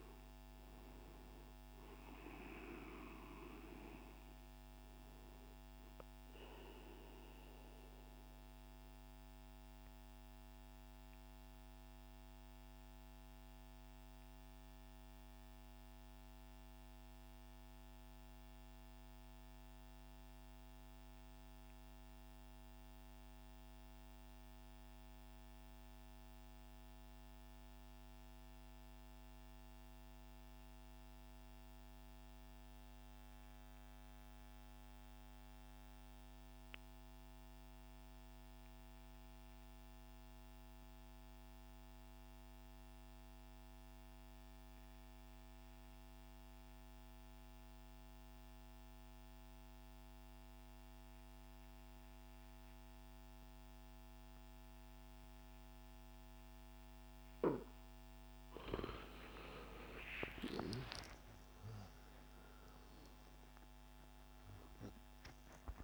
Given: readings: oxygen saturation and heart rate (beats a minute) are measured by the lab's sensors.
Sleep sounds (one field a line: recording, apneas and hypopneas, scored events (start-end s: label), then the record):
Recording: breathing in sleep by a microphone on the trachea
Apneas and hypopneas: 1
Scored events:
0.50-8.50 s: oxygen desaturation (device-marked, oxygen 91% before, 87% lowest, heart rate 167 before, 130 extreme)
7.00-58.00 s: mixed apnea (oxygen 94% before, 84% lowest, heart rate 169 before, 38 extreme)
34.50-65.83 s: oxygen desaturation (device-marked, oxygen 99% before, 84% lowest, heart rate 173 before, 38 extreme)
59.00-64.00 s: arousal
From the record:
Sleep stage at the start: N2 (light sleep)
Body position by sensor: on the right side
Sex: male